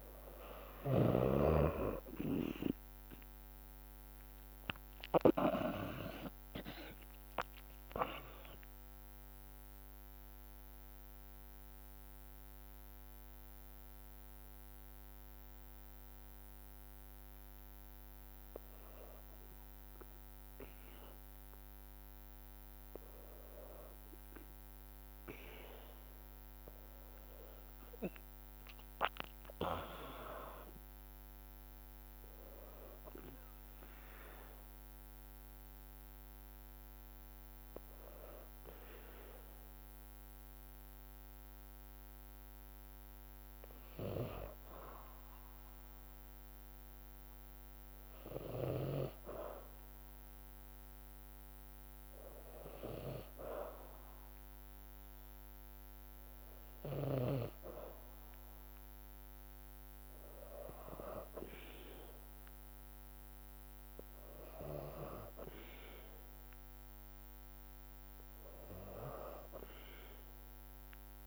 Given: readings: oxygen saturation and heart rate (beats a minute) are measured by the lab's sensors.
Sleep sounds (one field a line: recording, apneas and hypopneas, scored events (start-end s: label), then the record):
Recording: breathing in sleep by a microphone on the trachea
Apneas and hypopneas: 2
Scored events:
1.50-16.50 s: drop in pulse transit time (device-marked, heart rate 54 before, 54 extreme)
4.00-7.00 s: arousal
8.50-22.00 s: mixed apnea (oxygen 95% before, 94% lowest, heart rate 54 before, 52 extreme, up 3 after)
25.50-29.50 s: arousal
34.00-44.00 s: hypopnea (oxygen 98% before, 95% lowest, heart rate 56 before, 52 extreme, up 1 after)
From the record:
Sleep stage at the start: N2 (light sleep)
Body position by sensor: on the back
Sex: female